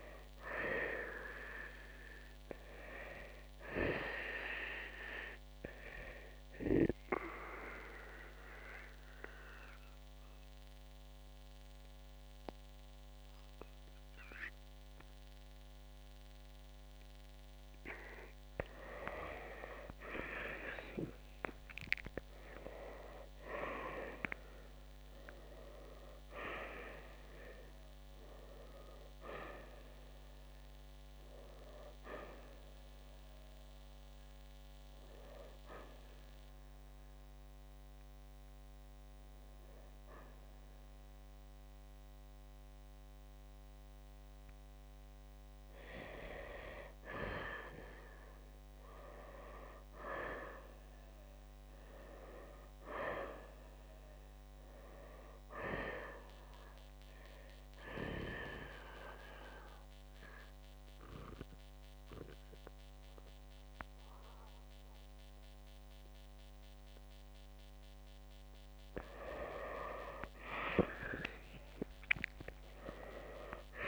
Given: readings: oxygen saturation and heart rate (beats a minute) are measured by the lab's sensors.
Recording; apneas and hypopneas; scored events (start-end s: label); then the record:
breathing in sleep by a microphone on the trachea; 3
7.00-18.50 s: central apnea (oxygen 95% before, 85% lowest, heart rate 63 before, 58 extreme, up 6 after)
9.00-24.00 s: oxygen desaturation (device-marked, oxygen 93% before, 88% lowest, heart rate 63 before, 57 extreme)
20.00-24.00 s: arousal
35.50-46.50 s: hypopnea (oxygen 93% before, 85% lowest, heart rate 65 before, 53 extreme, up 4 after)
46.00-58.00 s: oxygen desaturation (device-marked, oxygen 91% before, 85% lowest, heart rate 66 before, 54 extreme)
49.50-53.00 s: arousal
58.50-68.50 s: central apnea (oxygen 92% before, 86% lowest, heart rate 60 before, 57 extreme, up 13 after)
68.00-73.88 s: oxygen desaturation (device-marked, oxygen 94% before, 88% lowest, heart rate 60 before, 62 extreme)
70.50-73.88 s: arousal
From the record:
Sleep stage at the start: N2 (light sleep); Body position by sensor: on the right side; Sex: male